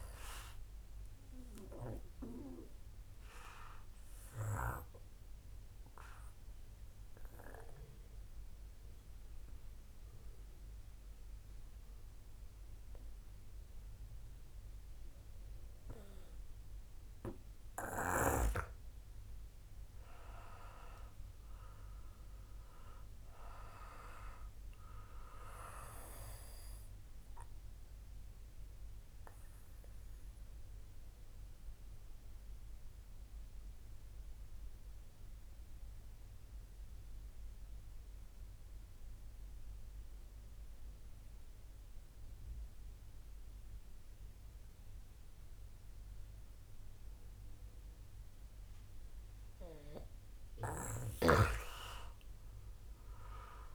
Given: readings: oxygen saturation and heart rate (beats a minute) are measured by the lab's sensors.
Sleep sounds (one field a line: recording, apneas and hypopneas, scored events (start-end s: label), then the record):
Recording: breathing in sleep by a room microphone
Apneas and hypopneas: 2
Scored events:
2.00-17.50 s: obstructive apnea (oxygen 96% before, 89% lowest, heart rate 64 before, 59 extreme, up 6 after)
2.50-17.50 s: oxygen desaturation (device-marked, oxygen 96% before, 92% lowest, heart rate 64 before, 59 extreme)
20.00-23.50 s: arousal
25.50-42.50 s: oxygen desaturation (device-marked, oxygen 94% before, 89% lowest, heart rate 61 before, 61 extreme)
29.50-49.00 s: obstructive apnea (oxygen 95% before, 88% lowest, heart rate 62 before, 61 extreme, up 2 after)
From the record:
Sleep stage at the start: N2 (light sleep)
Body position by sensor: on the back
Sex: male